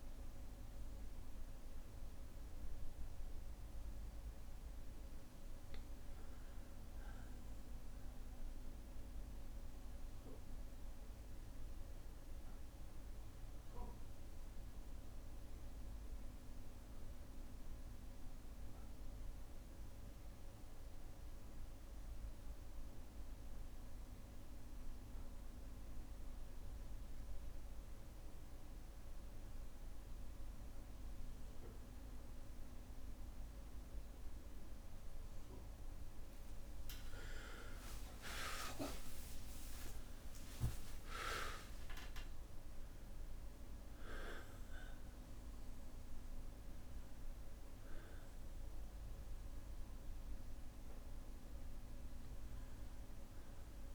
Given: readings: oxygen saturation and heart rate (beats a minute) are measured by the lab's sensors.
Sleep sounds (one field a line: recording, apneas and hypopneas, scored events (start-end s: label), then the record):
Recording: breathing in sleep by a room microphone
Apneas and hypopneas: 1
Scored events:
0.00-4.50 s: bradycardia (device-marked, heart rate 56 extreme)
7.50-28.50 s: bradycardia (device-marked, heart rate 62 before, 57 extreme)
11.50-36.00 s: obstructive apnea (oxygen 99% before, 92% lowest, heart rate 60 before, 57 extreme)
29.50-53.95 s: oxygen desaturation (device-marked, oxygen 98% before, 92% lowest, heart rate 58 before, 58 extreme)
35.50-41.50 s: tachycardia (device-marked, heart rate 62 before, 126 extreme)
38.00-40.00 s: long interval between heartbeats (device-marked, heart rate 59 before, 84 extreme)
38.00-43.00 s: arousal
51.50-53.95 s: bradycardia (device-marked, heart rate 63 before, 58 extreme)
From the record:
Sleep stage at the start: N2 (light sleep)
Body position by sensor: on the back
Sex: male